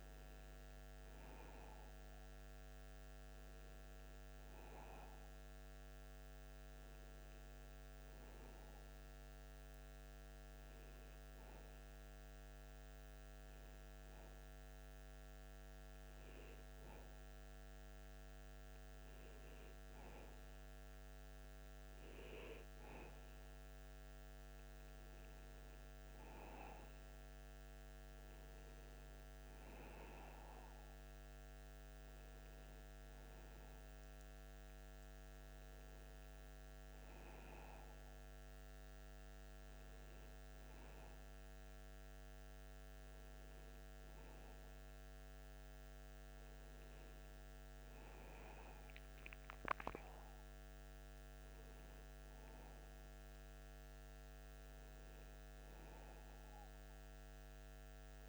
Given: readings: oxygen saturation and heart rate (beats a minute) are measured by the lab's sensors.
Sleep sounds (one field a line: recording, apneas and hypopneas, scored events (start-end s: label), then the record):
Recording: breathing in sleep, hard to hear, by a microphone on the trachea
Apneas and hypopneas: none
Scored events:
none scored
From the record:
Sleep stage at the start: N2 (light sleep)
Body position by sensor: on the back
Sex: male